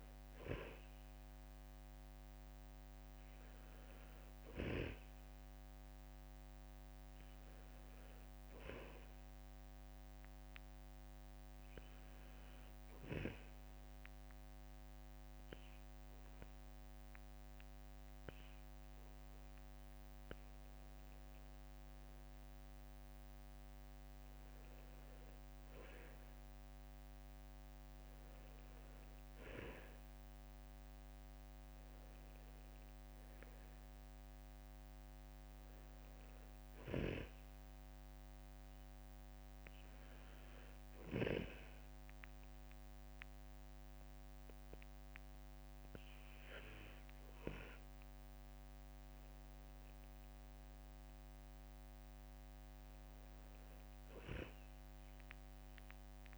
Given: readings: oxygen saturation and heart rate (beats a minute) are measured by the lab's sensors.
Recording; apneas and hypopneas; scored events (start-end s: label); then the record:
breathing in sleep by a microphone on the trachea; 2
9.00-21.00 s: obstructive apnea (oxygen 94% before, 91% lowest, heart rate 65 before, 62 extreme, up 4 after)
23.00-27.50 s: arousal
28.00-44.00 s: oxygen desaturation (device-marked, oxygen 94% before, 91% lowest, heart rate 65 before, 62 extreme)
40.00-51.50 s: hypopnea (oxygen 94% before, 92% lowest, heart rate 65 before, 62 extreme, up 4 after)
53.00-56.00 s: arousal
From the record:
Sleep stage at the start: N2 (light sleep); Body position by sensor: on the right side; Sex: male